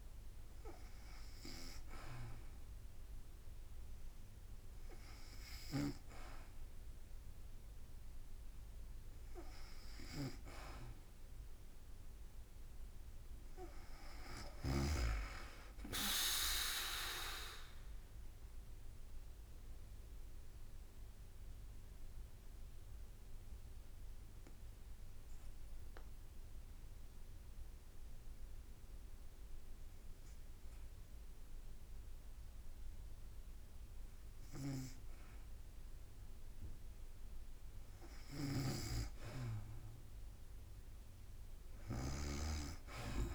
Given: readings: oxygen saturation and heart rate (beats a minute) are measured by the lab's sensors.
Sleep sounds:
breathing in sleep by a room microphone; 1
10.50-14.00 s: arousal
15.50-29.50 s: drop in pulse transit time (device-marked, heart rate 54 before, 52 extreme)
16.50-36.50 s: mixed apnea (oxygen 95% before, 93% lowest, heart rate 54 before, 52 extreme, up 2 after)
38.00-41.50 s: arousal
38.00-42.00 s: snoring (device-marked)
From the record:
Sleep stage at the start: N2 (light sleep); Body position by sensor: on the back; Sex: female

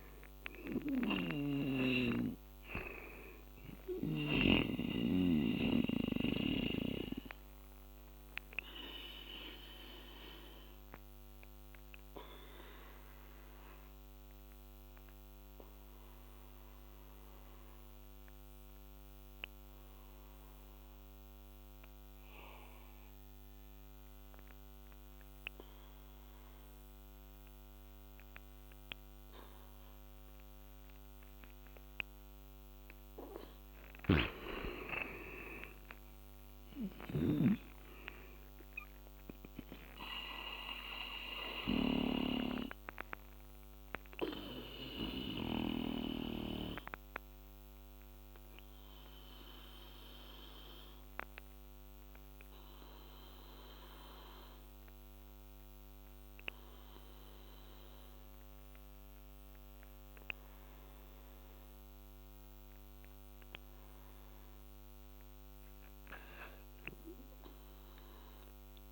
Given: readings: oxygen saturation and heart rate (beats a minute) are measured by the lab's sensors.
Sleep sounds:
breathing in sleep by a microphone on the trachea; 2
0.00-1.00 s: arousal
0.50-4.00 s: snoring (device-marked)
4.50-26.50 s: oxygen desaturation (device-marked, oxygen 97% before, 84% lowest, heart rate 76 before, 76 extreme)
5.00-31.00 s: obstructive apnea (oxygen 98% before, 82% lowest, heart rate 76 before, 76 extreme, up 7 after)
28.50-66.50 s: oxygen desaturation (device-marked, oxygen 99% before, 82% lowest, heart rate 78 before, 73 extreme)
33.00-38.00 s: arousal
33.50-45.00 s: snoring (device-marked)
41.50-64.00 s: obstructive apnea (oxygen 99% before, 82% lowest, heart rate 79 before, 73 extreme, up 3 after)
67.50-68.92 s: arousal
From the record:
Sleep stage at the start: N2 (light sleep); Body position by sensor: on the back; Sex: male

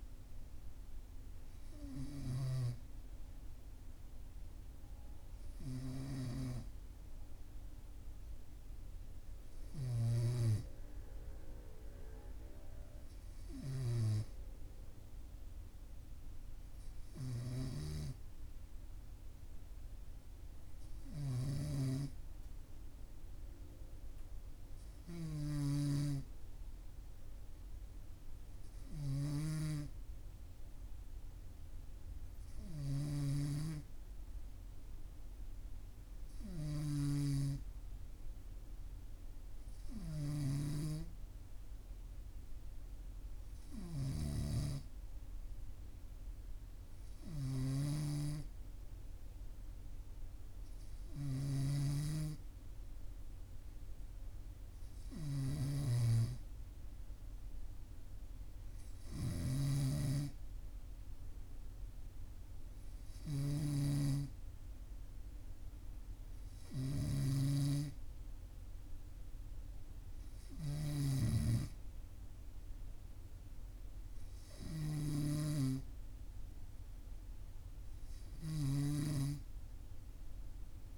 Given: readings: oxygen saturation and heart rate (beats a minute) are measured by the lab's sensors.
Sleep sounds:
breathing in sleep by a room microphone; 1
21.50-37.50 s: snoring (device-marked)
22.50-41.50 s: obstructive apnea (oxygen 98% before, 96% lowest, heart rate 42 before, 42 extreme, up 0 after)
43.50-47.50 s: arousal
47.50-71.00 s: snoring (device-marked)
78.50-80.98 s: snoring (device-marked)
From the record:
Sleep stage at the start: N2 (light sleep); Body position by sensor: on the right side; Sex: male

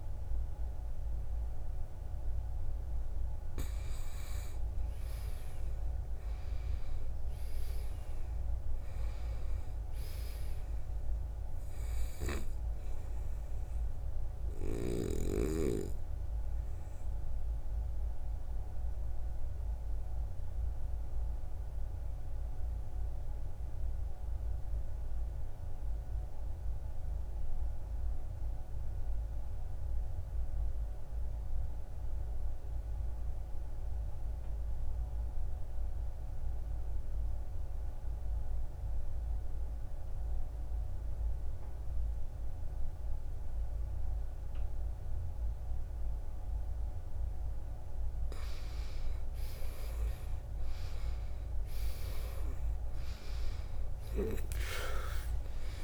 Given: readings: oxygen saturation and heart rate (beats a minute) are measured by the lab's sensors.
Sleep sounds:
breathing in sleep by a room microphone; 1
0.00-10.00 s: oxygen desaturation (device-marked, oxygen 84% lowest, heart rate 54 extreme)
4.00-8.50 s: arousal
14.00-46.50 s: obstructive apnea (oxygen 95% before, 78% lowest, heart rate 66 before, 54 extreme, up 10 after)
37.00-55.84 s: oxygen desaturation (device-marked, oxygen 96% before, 78% lowest, heart rate 57 before, 53 extreme)
49.50-53.50 s: arousal
From the record:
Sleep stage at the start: N2 (light sleep); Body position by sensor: on the right side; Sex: male

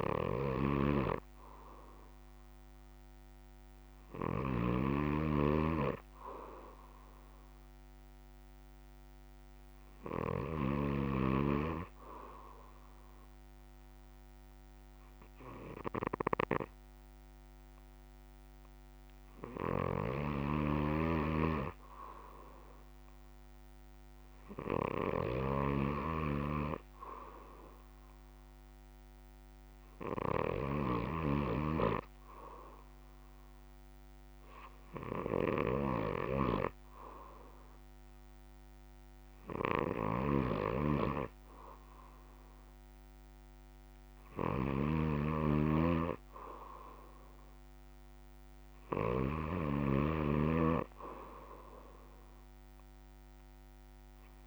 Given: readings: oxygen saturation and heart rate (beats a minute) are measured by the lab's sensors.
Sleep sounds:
breathing in sleep by a microphone on the trachea; 1
11.00-21.00 s: obstructive apnea (oxygen 95% before, 89% lowest, heart rate 66 before, 59 extreme, up 0 after)
20.50-31.00 s: snoring (device-marked)
26.00-51.00 s: oxygen desaturation (device-marked, oxygen 94% before, 89% lowest, heart rate 64 before, 59 extreme)
40.00-54.47 s: snoring (device-marked)
From the record:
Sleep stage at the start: N3 (deep sleep); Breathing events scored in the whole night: 235 in 4.8 hours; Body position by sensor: on the back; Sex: male

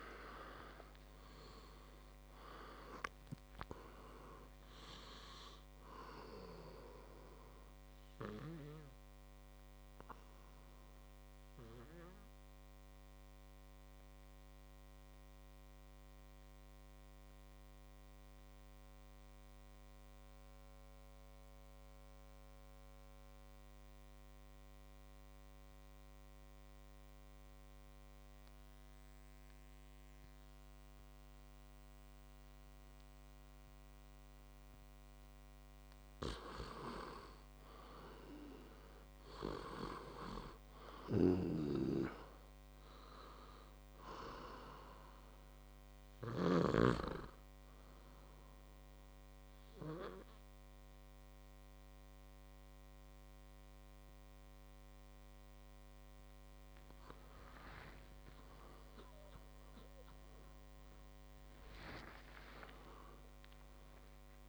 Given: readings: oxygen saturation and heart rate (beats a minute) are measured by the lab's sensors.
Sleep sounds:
breathing in sleep by a microphone on the trachea; 1
0.00-21.50 s: oxygen desaturation (device-marked, oxygen 88% lowest, heart rate 54 extreme)
11.00-35.50 s: mixed apnea (oxygen 99% before, 88% lowest, heart rate 72 before, 54 extreme, up 2 after)
35.50-61.50 s: oxygen desaturation (device-marked, oxygen 100% before, 90% lowest, heart rate 59 before, 52 extreme)
38.00-41.50 s: arousal
58.00-64.49 s: arousal
From the record:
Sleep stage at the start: N2 (light sleep); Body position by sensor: on the back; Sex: male

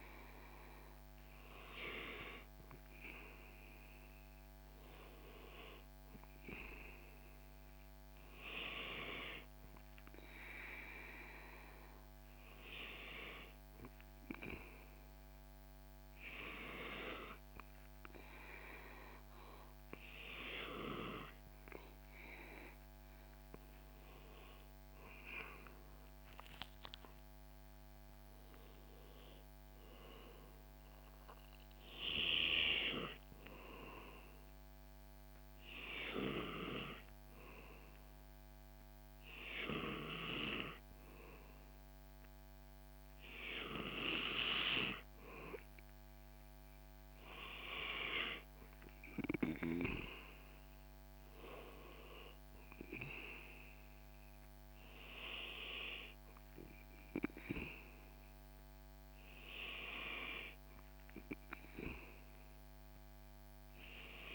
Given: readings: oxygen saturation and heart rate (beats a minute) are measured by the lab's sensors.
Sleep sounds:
breathing in sleep by a microphone on the trachea; 1
25.00-28.50 s: arousal
35.00-47.50 s: hypopnea (oxygen 96% before, 94% lowest, heart rate 77 before, 68 extreme, up 8 after)
50.50-54.50 s: arousal
From the record:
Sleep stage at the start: N2 (light sleep); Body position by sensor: on the back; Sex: male

